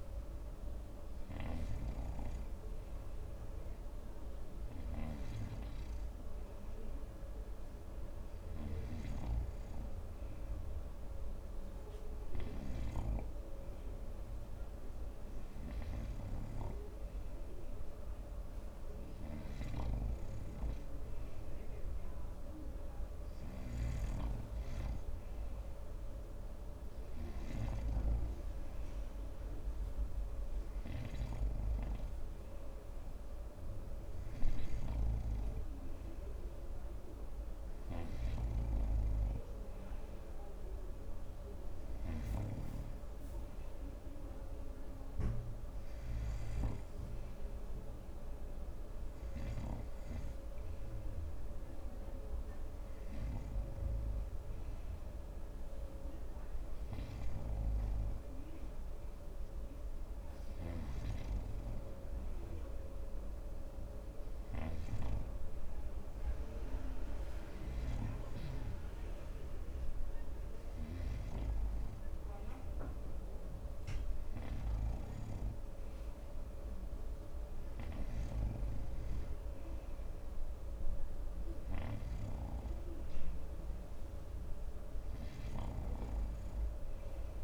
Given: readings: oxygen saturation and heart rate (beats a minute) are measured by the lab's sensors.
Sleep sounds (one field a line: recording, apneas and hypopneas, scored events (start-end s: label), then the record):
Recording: breathing in sleep by a room microphone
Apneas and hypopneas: none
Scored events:
none scored
From the record:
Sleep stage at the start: N3 (deep sleep)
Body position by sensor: on the front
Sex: male